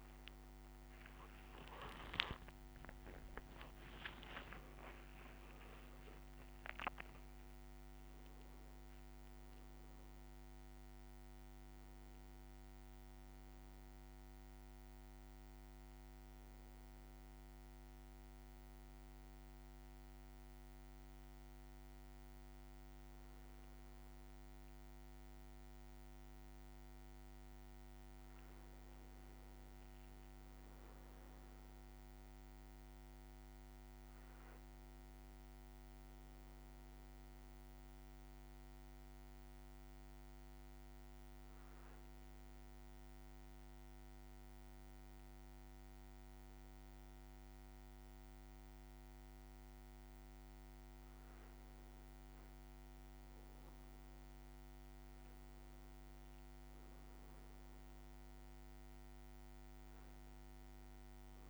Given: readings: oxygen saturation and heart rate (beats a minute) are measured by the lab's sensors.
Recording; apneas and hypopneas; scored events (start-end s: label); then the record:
breathing in sleep, hard to hear, by a microphone on the trachea; 1
0.00-4.50 s: arousal
0.50-5.00 s: leg movement (device-marked)
2.50-32.50 s: new sleep stage, N1 (lightest sleep)
27.50-30.00 s: leg movement (device-marked)
32.50-61.50 s: new sleep stage, N2 (light sleep)
36.00-49.50 s: hypopnea (oxygen 99% before, 94% lowest, heart rate 56 before, 56 extreme, up 1 after)
52.00-54.50 s: leg movement (device-marked)
53.50-58.50 s: arousal
From the record:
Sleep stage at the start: N2 (light sleep); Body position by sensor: on the back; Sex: male